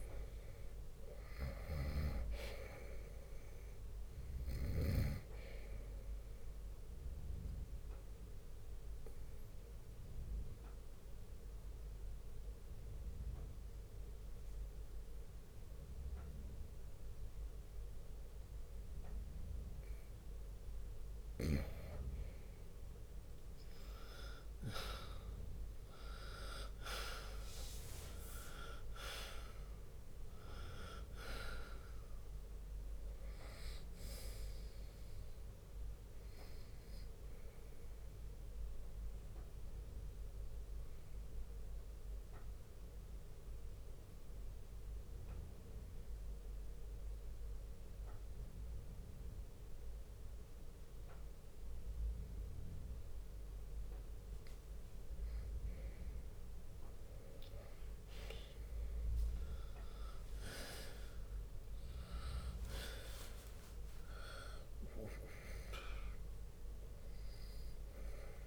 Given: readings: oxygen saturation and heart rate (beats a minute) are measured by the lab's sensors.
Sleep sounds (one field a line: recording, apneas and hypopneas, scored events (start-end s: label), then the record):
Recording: breathing in sleep by a room microphone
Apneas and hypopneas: 2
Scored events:
0.00-1.00 s: arousal
0.00-5.00 s: snoring (device-marked)
0.00-12.00 s: drop in pulse transit time (device-marked, heart rate 61 before, 63 extreme)
6.00-24.00 s: oxygen desaturation (device-marked, oxygen 97% before, 91% lowest, heart rate 62 before, 59 extreme)
6.50-21.00 s: obstructive apnea (oxygen 97% before, 91% lowest, heart rate 62 before, 60 extreme, up 6 after)
23.50-28.50 s: arousal
25.00-38.00 s: drop in pulse transit time (device-marked, heart rate 63 before, 64 extreme)
29.00-51.00 s: oxygen desaturation (device-marked, oxygen 96% before, 91% lowest, heart rate 63 before, 49 extreme)
38.00-54.00 s: obstructive apnea (oxygen 96% before, 91% lowest, heart rate 65 before, 49 extreme, up 5 after)
43.00-51.00 s: bradycardia (device-marked, heart rate 64 before, 59 extreme)
53.00-55.00 s: bradycardia (device-marked, heart rate 64 before, 58 extreme)
54.50-56.50 s: long interval between heartbeats (device-marked, heart rate 62 before, 62 extreme)
55.50-61.50 s: arousal
57.00-63.00 s: bradycardia (device-marked, heart rate 64 before, 49 extreme)
58.00-68.47 s: drop in pulse transit time (device-marked, heart rate 60 before, 49 extreme)
58.50-60.50 s: long interval between heartbeats (device-marked, heart rate 60 before, 61 extreme)
From the record:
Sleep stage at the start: N2 (light sleep)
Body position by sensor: on the right side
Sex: male